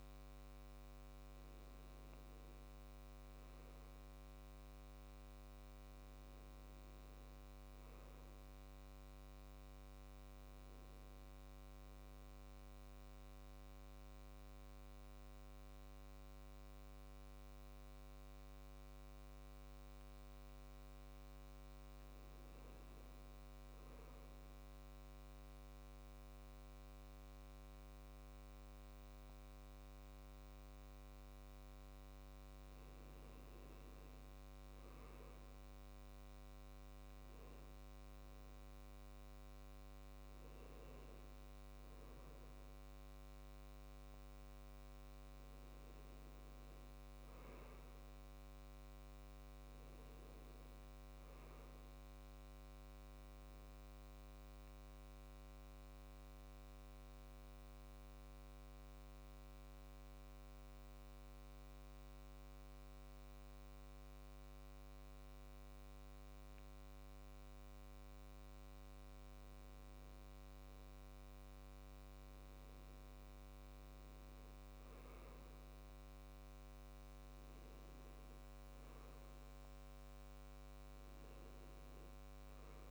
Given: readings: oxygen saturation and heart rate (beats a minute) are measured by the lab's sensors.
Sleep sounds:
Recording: breathing in sleep, hard to hear, by a microphone on the trachea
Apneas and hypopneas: 2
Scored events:
2.00-7.00 s: arousal
12.00-22.50 s: central apnea (oxygen 98% before, 93% lowest, heart rate 67 before, 65 extreme, up 4 after)
24.50-28.00 s: arousal
49.00-52.00 s: arousal
53.50-69.50 s: obstructive apnea (oxygen 96% before, 91% lowest, heart rate 69 before, 65 extreme, up 3 after)
74.50-78.00 s: arousal
78.00-82.91 s: oxygen desaturation (device-marked, oxygen 97% before, 94% lowest, heart rate 66 before, 63 extreme)
From the record:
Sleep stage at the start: N2 (light sleep)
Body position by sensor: on the back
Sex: male

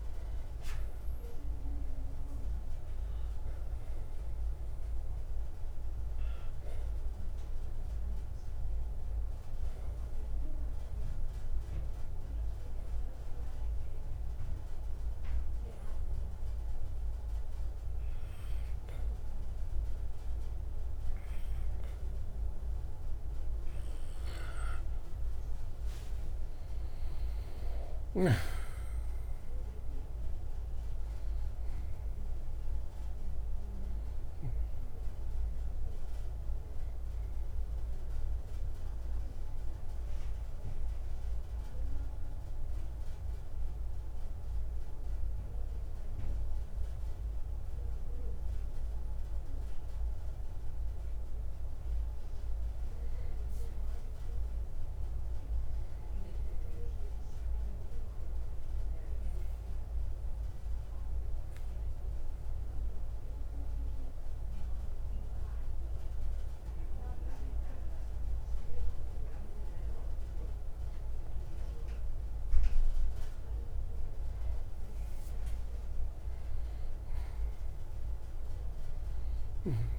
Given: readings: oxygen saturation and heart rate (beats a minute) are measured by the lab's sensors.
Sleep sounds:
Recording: breathing in sleep, hard to hear, by a room microphone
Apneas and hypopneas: 3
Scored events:
6.50-22.50 s: obstructive apnea (oxygen 96% before, 91% lowest, heart rate 60 before, 60 extreme, up 5 after)
27.50-31.50 s: arousal
40.50-51.00 s: hypopnea (oxygen 96% before, 90% lowest, heart rate 63 before, 59 extreme, up 5 after)
42.50-61.50 s: oxygen desaturation (device-marked, oxygen 95% before, 91% lowest, heart rate 64 before, 59 extreme)
55.00-58.50 s: arousal
62.00-74.50 s: obstructive apnea (oxygen 95% before, 90% lowest, heart rate 61 before, 59 extreme, up 6 after)
77.50-79.99 s: arousal
From the record:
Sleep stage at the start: N2 (light sleep)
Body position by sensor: on the right side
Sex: male

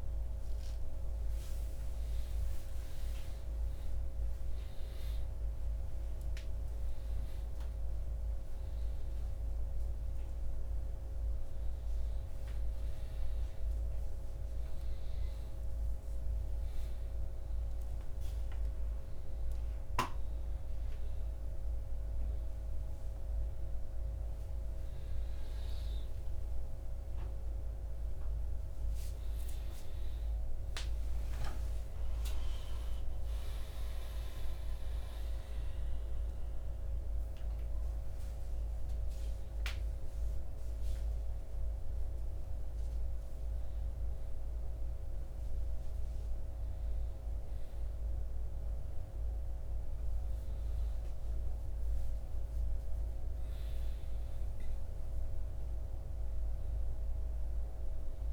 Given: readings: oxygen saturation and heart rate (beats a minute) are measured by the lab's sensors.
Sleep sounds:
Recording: a person awake in a sleep study, hard to hear, by a room microphone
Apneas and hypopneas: none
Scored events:
none scored
From the record:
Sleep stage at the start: awake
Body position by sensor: upright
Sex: male

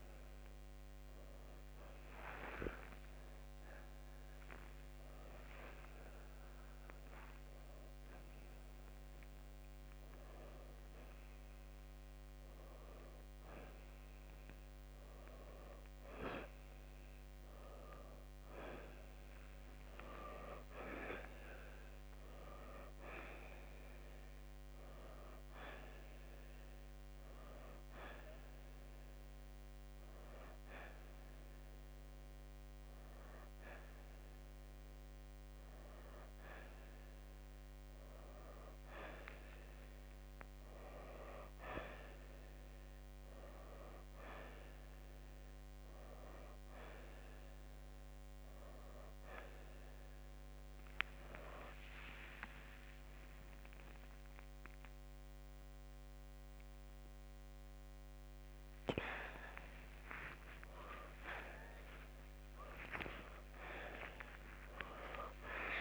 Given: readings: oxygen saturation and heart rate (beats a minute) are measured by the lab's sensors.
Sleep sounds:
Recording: a person awake in a sleep study, by a microphone on the trachea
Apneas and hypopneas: none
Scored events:
7.00-17.00 s: oxygen desaturation (device-marked, oxygen 93% before, 88% lowest, heart rate 79 before, 67 extreme)
26.00-41.00 s: oxygen desaturation (device-marked, oxygen 92% before, 88% lowest, heart rate 69 before, 65 extreme)
48.00-61.00 s: oxygen desaturation (device-marked, oxygen 93% before, 90% lowest, heart rate 70 before, 62 extreme)
From the record:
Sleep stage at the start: awake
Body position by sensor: on the right side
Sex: male

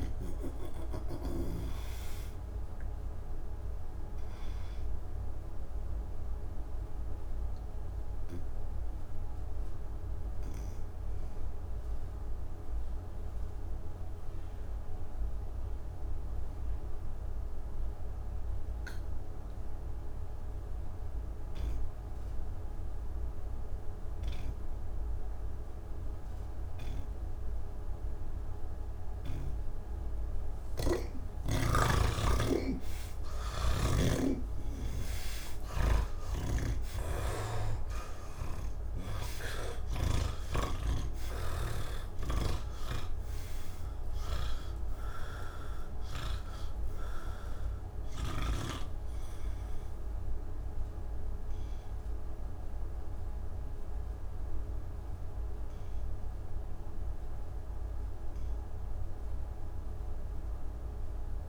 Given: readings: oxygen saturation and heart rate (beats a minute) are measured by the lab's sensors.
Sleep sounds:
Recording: breathing in sleep by a room microphone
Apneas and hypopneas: none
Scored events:
0.00-19.50 s: oxygen desaturation (device-marked, oxygen 83% lowest, heart rate 61 extreme)
28.50-37.50 s: oxygen desaturation (device-marked, oxygen 98% before, 91% lowest, heart rate 72 before, 71 extreme)
30.00-40.00 s: snoring (device-marked)
43.50-61.49 s: oxygen desaturation (device-marked, oxygen 92% before, 81% lowest, heart rate 87 before, 71 extreme)
From the record:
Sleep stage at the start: N2 (light sleep)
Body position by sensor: on the back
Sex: male

